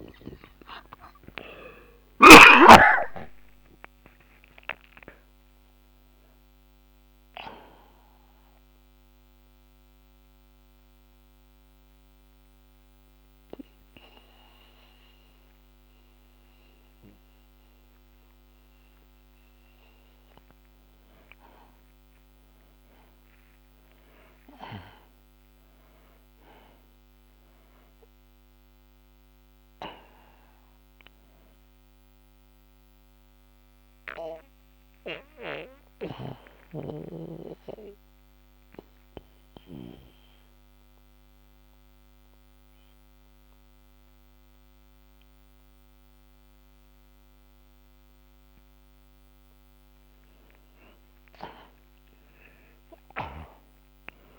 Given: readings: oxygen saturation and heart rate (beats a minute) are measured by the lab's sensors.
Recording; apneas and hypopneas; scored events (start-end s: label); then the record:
breathing in sleep by a microphone on the trachea; 2
0.00-3.00 s: snoring (device-marked)
0.00-3.50 s: oxygen desaturation (device-marked, oxygen 77% lowest)
2.00-6.50 s: arousal
8.00-20.50 s: mixed apnea (oxygen 96% before, 78% lowest)
22.50-27.00 s: arousal
33.00-48.00 s: obstructive apnea (oxygen 96% before, 78% lowest)
40.50-49.50 s: oxygen desaturation (device-marked, oxygen 96% before, 83% lowest)
51.50-54.39 s: arousal
From the record:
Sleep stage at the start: N2 (light sleep); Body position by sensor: on the back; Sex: male